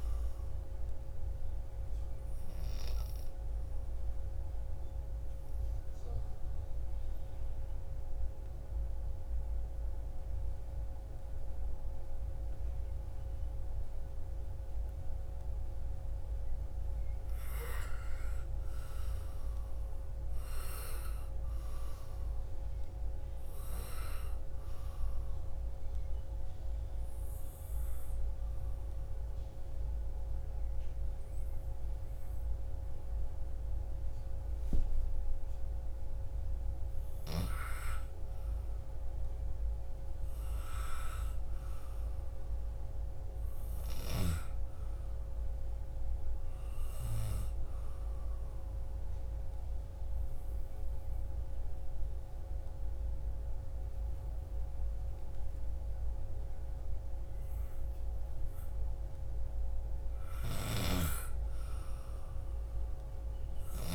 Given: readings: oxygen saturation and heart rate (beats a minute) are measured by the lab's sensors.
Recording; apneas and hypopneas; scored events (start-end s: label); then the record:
breathing in sleep by a room microphone; 3
0.00-11.00 s: oxygen desaturation (device-marked, oxygen 91% lowest, heart rate 54 extreme)
1.50-14.50 s: obstructive apnea (oxygen 97% before, 91% lowest, heart rate 79 before, 54 extreme, up 12 after)
16.00-19.00 s: arousal
24.00-35.50 s: obstructive apnea (oxygen 97% before, 91% lowest, heart rate 63 before, 39 extreme, up 17 after)
25.00-35.00 s: oxygen desaturation (device-marked, oxygen 97% before, 91% lowest, heart rate 62 before, 39 extreme)
37.50-41.50 s: arousal
48.00-59.50 s: obstructive apnea (oxygen 97% before, 91% lowest, heart rate 60 before, 57 extreme, up 13 after)
61.50-63.95 s: arousal
From the record:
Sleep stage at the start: N2 (light sleep); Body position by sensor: on the back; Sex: female